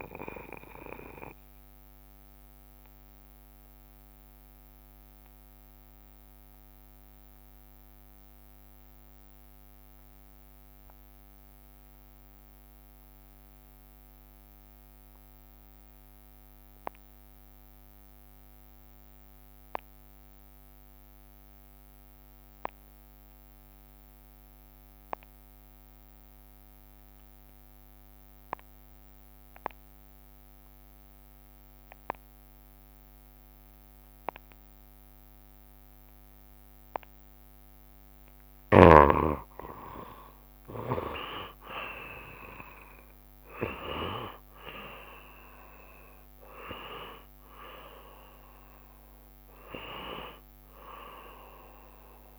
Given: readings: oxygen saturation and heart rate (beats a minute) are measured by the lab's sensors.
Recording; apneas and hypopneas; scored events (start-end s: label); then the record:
breathing in sleep by a microphone on the trachea; 1
0.00-11.50 s: oxygen desaturation (device-marked, oxygen 89% lowest, heart rate 69 extreme)
2.50-38.00 s: obstructive apnea (oxygen 96% before, 78% lowest, heart rate 69 before, 68 extreme, up 13 after)
20.00-22.00 s: long interval between heartbeats (device-marked, heart rate 70 before, 80 extreme)
22.50-52.39 s: new sleep stage, N2 (light sleep)
25.50-52.39 s: oxygen desaturation (device-marked, oxygen 90% before, 78% lowest, heart rate 73 before, 65 extreme)
27.00-29.00 s: long interval between heartbeats (device-marked, heart rate 73 before, 80 extreme)
32.50-34.50 s: long interval between heartbeats (device-marked, heart rate 78 before, 89 extreme)
40.00-44.50 s: arousal
41.50-43.50 s: long interval between heartbeats (device-marked, heart rate 85 before, 90 extreme)
From the record:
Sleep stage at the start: N1 (lightest sleep); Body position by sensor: on the back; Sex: male